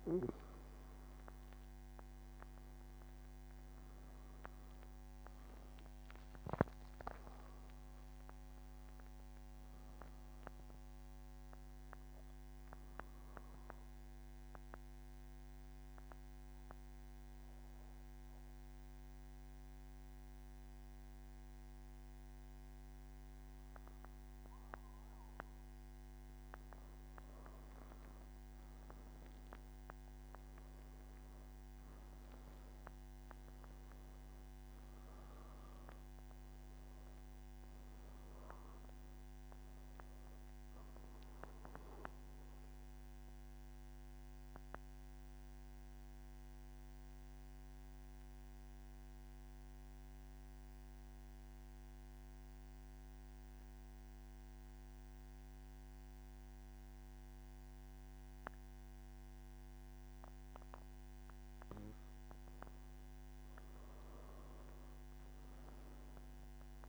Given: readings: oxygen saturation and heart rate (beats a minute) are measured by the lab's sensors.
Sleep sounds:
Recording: breathing in sleep, hard to hear, by a microphone on the trachea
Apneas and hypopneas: 2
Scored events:
12.50-27.50 s: mixed apnea (oxygen 95% before, 90% lowest, heart rate 124 before, 118 extreme, up 11 after)
37.00-63.00 s: oxygen desaturation (device-marked, oxygen 95% before, 90% lowest, heart rate 125 before, 116 extreme)
42.00-62.50 s: mixed apnea (oxygen 95% before, 90% lowest, heart rate 126 before, 116 extreme, up 3 after)
From the record:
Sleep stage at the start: N1 (lightest sleep)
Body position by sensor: on the back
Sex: male

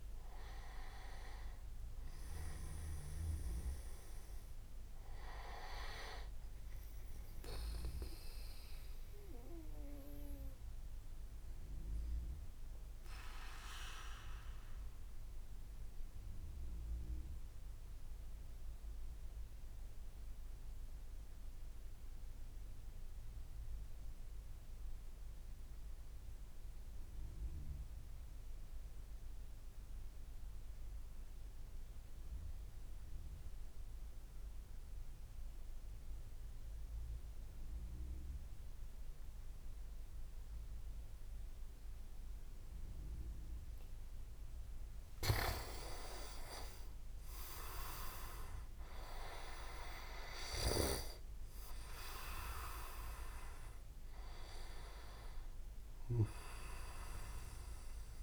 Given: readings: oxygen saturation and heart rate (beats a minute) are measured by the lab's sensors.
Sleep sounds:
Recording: breathing in sleep by a room microphone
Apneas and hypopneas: 1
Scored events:
0.00-5.00 s: oxygen desaturation (device-marked, oxygen 93% lowest, heart rate 39 extreme)
8.50-44.00 s: obstructive apnea (oxygen 97% before, 94% lowest, heart rate 62 before, 41 extreme, up 8 after)
33.00-34.50 s: leg movement (device-marked)
46.00-49.50 s: arousal
From the record:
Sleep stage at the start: N2 (light sleep)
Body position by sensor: on the back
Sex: male

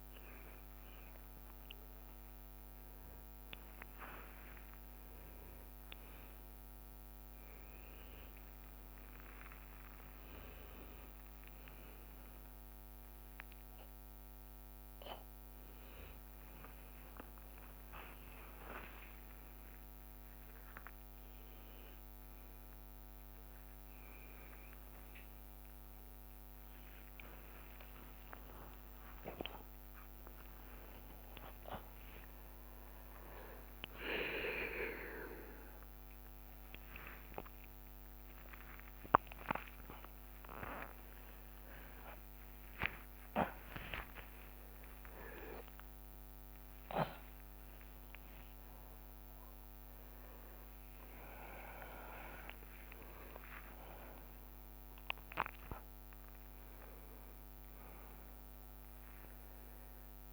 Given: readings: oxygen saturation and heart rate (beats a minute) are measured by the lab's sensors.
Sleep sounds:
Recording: a person awake in a sleep study, by a microphone on the trachea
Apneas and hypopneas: none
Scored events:
36.00-38.00 s: leg movement (device-marked)
38.00-48.50 s: leg movement (device-marked)
51.00-54.00 s: leg movement (device-marked)
From the record:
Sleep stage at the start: awake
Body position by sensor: on the back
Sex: male

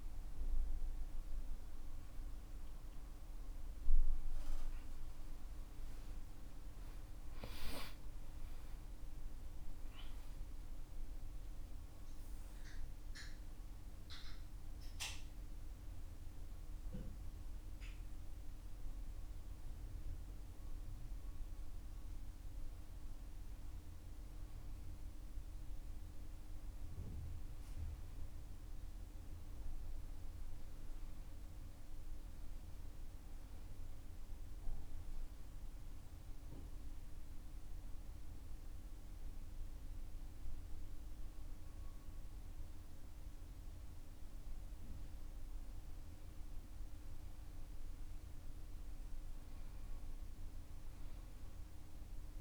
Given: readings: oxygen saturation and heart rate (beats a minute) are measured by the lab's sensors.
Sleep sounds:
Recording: breathing in sleep, hard to hear, by a room microphone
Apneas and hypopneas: 2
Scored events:
12.00-24.50 s: hypopnea (oxygen 99% before, 94% lowest, heart rate 68 before, 53 extreme, up 8 after)
25.50-29.00 s: arousal
34.50-45.50 s: hypopnea (oxygen 99% before, 94% lowest, heart rate 61 before, 52 extreme, up 6 after)
47.50-52.00 s: arousal
From the record:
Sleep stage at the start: N1 (lightest sleep)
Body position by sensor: on the back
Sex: male

